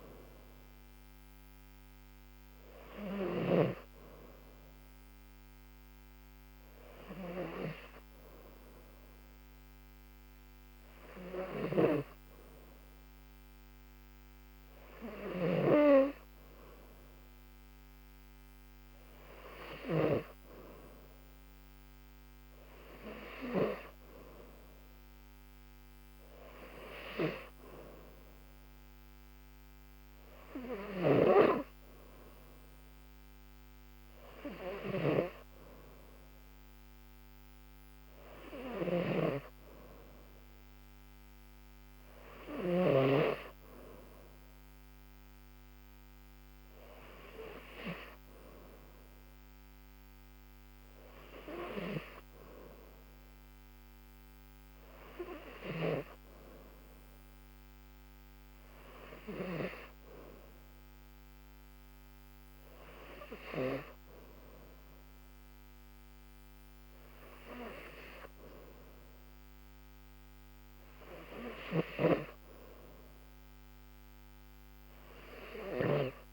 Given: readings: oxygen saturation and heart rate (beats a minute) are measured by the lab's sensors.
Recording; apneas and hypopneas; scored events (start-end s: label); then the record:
breathing in sleep by a microphone on the trachea; none
none scored
From the record:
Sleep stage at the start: N3 (deep sleep); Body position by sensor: on the back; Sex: female